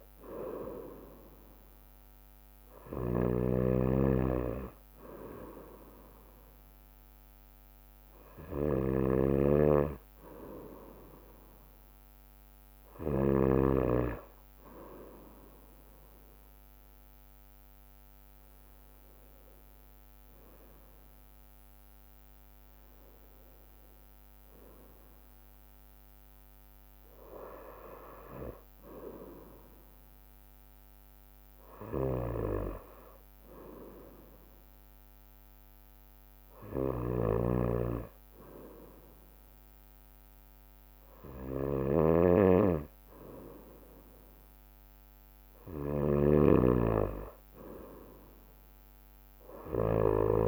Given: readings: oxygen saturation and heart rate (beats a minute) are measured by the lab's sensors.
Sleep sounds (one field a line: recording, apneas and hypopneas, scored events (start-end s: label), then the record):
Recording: breathing in sleep by a microphone on the trachea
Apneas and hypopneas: none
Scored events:
0.00-13.50 s: snoring (device-marked)
16.00-28.00 s: drop in pulse transit time (device-marked, heart rate 67 before, 66 extreme)
17.00-22.00 s: arousal
31.50-33.50 s: long interval between heartbeats (device-marked, heart rate 67 before, 73 extreme)
32.00-50.48 s: snoring (device-marked)
45.00-50.48 s: drop in pulse transit time (device-marked, heart rate 70 before, 67 extreme)
46.00-48.00 s: long interval between heartbeats (device-marked, heart rate 70 before, 75 extreme)
From the record:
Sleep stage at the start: N2 (light sleep)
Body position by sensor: on the right side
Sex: female